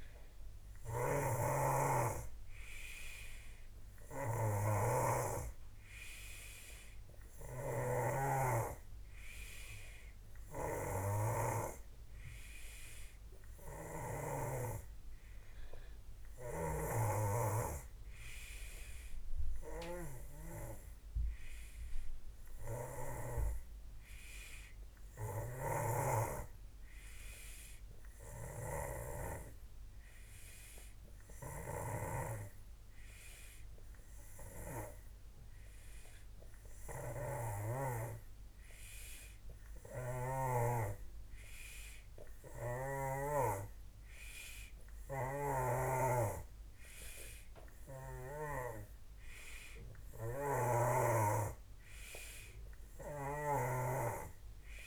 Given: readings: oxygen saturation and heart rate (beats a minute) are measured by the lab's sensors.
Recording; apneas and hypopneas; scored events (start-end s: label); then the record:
breathing in sleep by a room microphone; none
0.00-14.50 s: snoring (device-marked)
25.50-40.50 s: snoring (device-marked)
45.00-48.50 s: snoring (device-marked)
53.00-54.87 s: snoring (device-marked)
From the record:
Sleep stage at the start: N3 (deep sleep); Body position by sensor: on the back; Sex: male